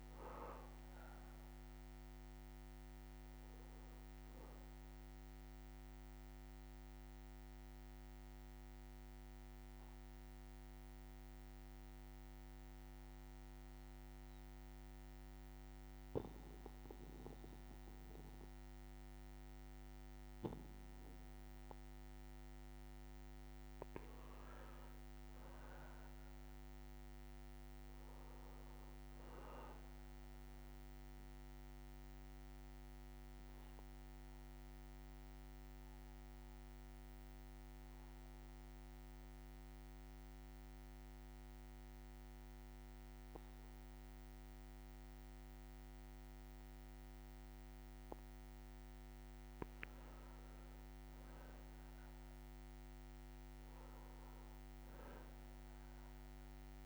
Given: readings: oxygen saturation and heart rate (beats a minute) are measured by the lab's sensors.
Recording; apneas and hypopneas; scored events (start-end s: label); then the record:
breathing in sleep, hard to hear, by a microphone on the trachea; 2
0.00-17.00 s: oxygen desaturation (device-marked, oxygen 90% lowest, heart rate 59 extreme)
6.50-22.00 s: obstructive apnea (oxygen 99% before, 90% lowest, heart rate 63 before, 59 extreme, up 5 after)
8.00-16.00 s: bradycardia (device-marked, heart rate 63 before, 59 extreme)
24.50-28.50 s: arousal
32.50-48.50 s: obstructive apnea (oxygen 99% before, 95% lowest, heart rate 61 before, 60 extreme, up 4 after)
From the record:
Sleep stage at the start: N2 (light sleep); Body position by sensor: on the back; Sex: male